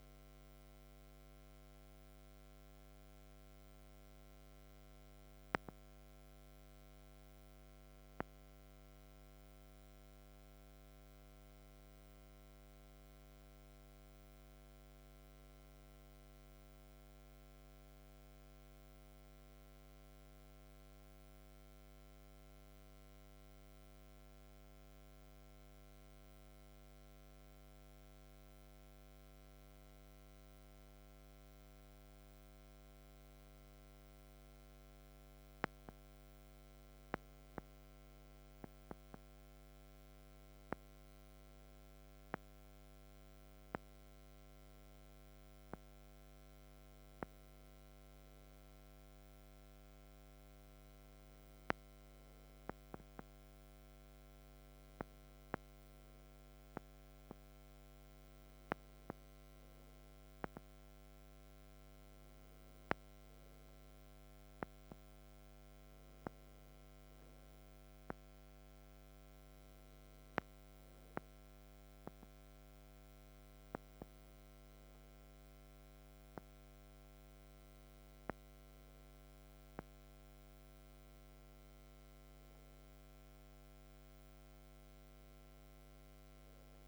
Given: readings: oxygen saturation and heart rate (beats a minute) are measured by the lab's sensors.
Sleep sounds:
breathing in sleep by a microphone on the trachea; none
none scored
From the record:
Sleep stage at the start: N2 (light sleep); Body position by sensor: on the back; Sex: male

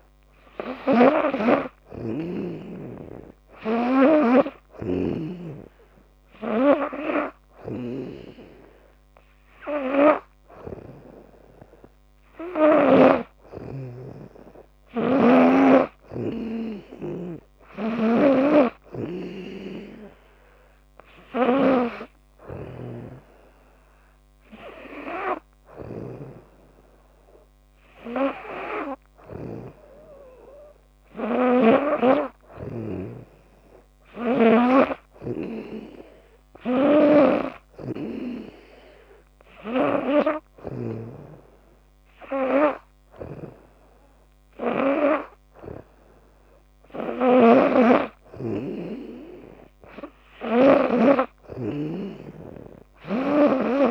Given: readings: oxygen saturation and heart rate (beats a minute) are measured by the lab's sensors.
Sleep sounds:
breathing in sleep by a microphone on the trachea; none
1.50-13.00 s: snoring (device-marked)
17.50-32.50 s: snoring (device-marked)
34.50-40.50 s: snoring (device-marked)
47.00-50.50 s: snoring (device-marked)
52.50-53.90 s: snoring (device-marked)
From the record:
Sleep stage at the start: N2 (light sleep); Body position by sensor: on the back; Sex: female

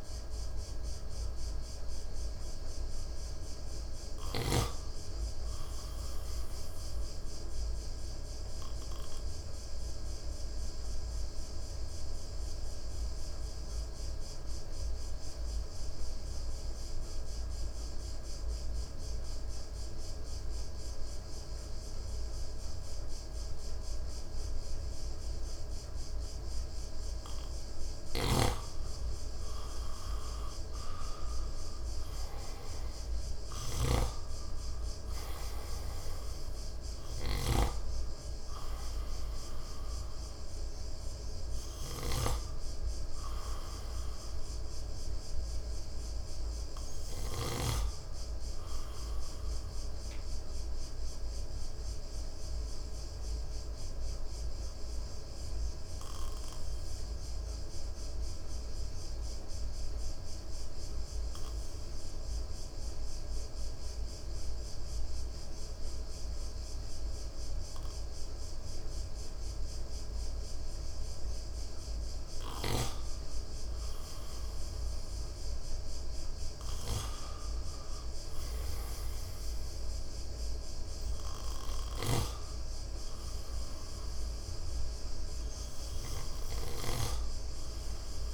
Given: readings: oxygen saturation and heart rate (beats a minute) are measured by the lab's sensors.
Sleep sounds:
breathing in sleep by a room microphone; 2
8.00-27.50 s: obstructive apnea (oxygen 98% before, 90% lowest, heart rate 58 before, 57 extreme, up 5 after)
28.00-34.00 s: snoring (device-marked)
30.50-35.00 s: arousal
33.00-58.00 s: oxygen desaturation (device-marked, oxygen 96% before, 90% lowest, heart rate 60 before, 55 extreme)
51.00-73.00 s: obstructive apnea (oxygen 96% before, 90% lowest, heart rate 60 before, 55 extreme, up 4 after)
75.00-79.50 s: arousal
79.00-88.34 s: oxygen desaturation (device-marked, oxygen 98% before, 93% lowest, heart rate 58 before, 57 extreme)
From the record:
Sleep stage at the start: N2 (light sleep); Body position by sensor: on the right side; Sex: male

